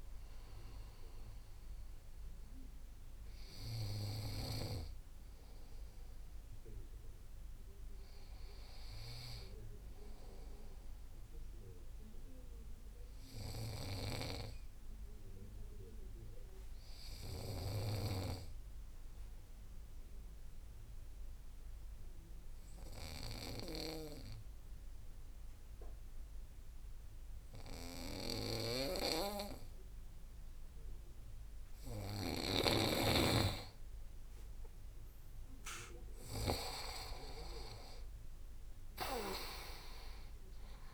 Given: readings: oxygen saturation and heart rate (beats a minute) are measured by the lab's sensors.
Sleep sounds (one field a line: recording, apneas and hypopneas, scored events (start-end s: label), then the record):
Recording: breathing in sleep by a room microphone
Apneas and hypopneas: 1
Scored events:
0.00-20.00 s: oxygen desaturation (device-marked, oxygen 91% lowest)
12.00-32.50 s: obstructive apnea (oxygen 97% before, 91% lowest)
35.00-39.00 s: arousal
From the record:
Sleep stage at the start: N2 (light sleep)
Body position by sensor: on the back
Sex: male